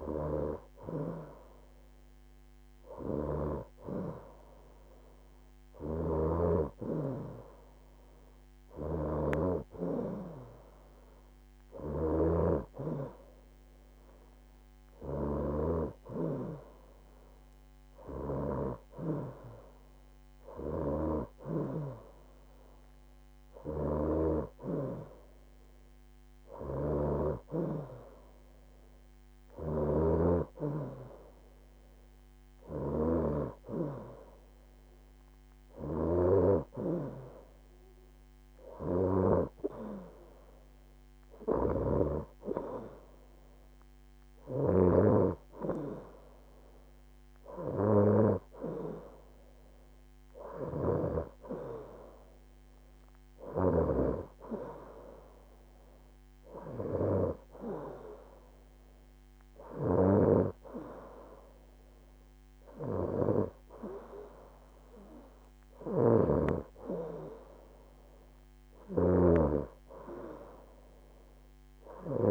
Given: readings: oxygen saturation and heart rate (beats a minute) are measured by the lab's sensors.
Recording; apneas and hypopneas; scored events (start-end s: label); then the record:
breathing in sleep by a microphone on the trachea; none
3.50-5.50 s: long interval between heartbeats (device-marked, heart rate 77 before, 77 extreme)
From the record:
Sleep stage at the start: N2 (light sleep); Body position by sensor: on the right side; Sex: female